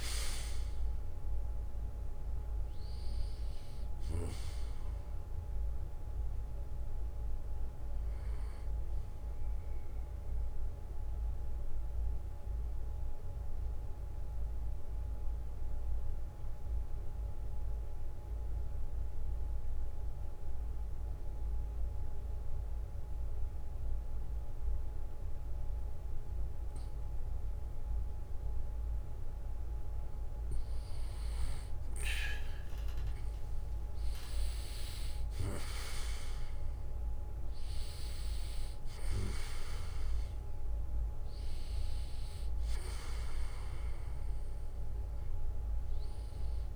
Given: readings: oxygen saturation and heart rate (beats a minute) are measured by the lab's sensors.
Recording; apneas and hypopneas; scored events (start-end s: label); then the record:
breathing in sleep by a room microphone; 1
9.50-29.00 s: mixed apnea (oxygen 97% before, 94% lowest, heart rate 64 before, 56 extreme, up 7 after)
11.00-15.00 s: bradycardia (device-marked, heart rate 62 before, 59 extreme)
33.50-38.00 s: arousal
From the record:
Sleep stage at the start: N2 (light sleep); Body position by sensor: on the back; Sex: male